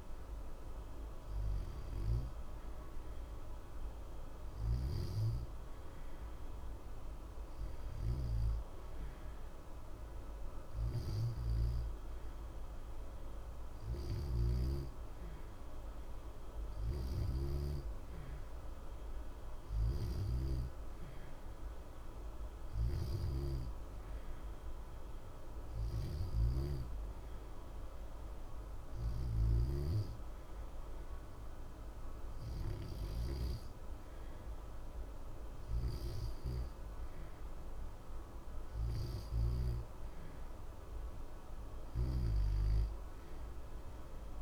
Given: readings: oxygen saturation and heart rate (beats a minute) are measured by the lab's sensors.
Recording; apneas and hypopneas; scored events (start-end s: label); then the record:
breathing in sleep by a room microphone; 1
13.50-17.00 s: snoring (device-marked)
26.00-40.00 s: hypopnea (oxygen 90% before, 88% lowest, heart rate 60 before, 60 extreme, up 0 after)
41.50-44.41 s: arousal
From the record:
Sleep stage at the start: N2 (light sleep); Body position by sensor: on the back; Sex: male